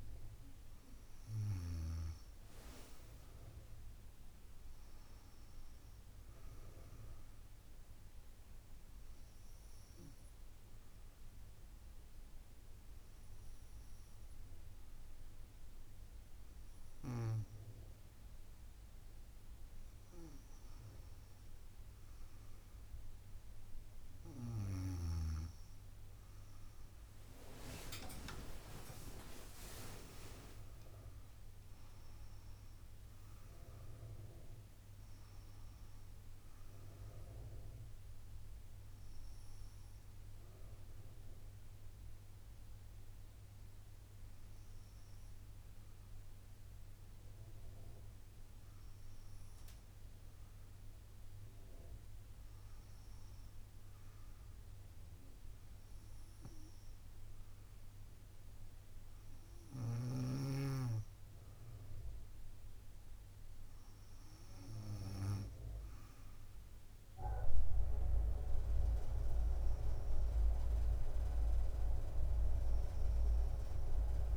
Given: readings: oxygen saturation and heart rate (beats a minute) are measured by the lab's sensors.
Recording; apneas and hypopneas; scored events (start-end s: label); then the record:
breathing in sleep by a room microphone; 2
2.00-3.00 s: leg movement (device-marked)
7.00-74.37 s: new sleep stage, N2 (light sleep)
9.50-21.00 s: hypopnea (oxygen 97% before, 94% lowest, heart rate 69 before, 62 extreme, up 8 after)
25.50-30.00 s: arousal
26.50-31.00 s: leg movement (device-marked)
40.50-53.00 s: hypopnea (oxygen 97% before, 94% lowest, heart rate 74 before, 64 extreme, up 1 after)
56.50-60.00 s: arousal
From the record:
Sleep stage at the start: N1 (lightest sleep); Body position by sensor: on the back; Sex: female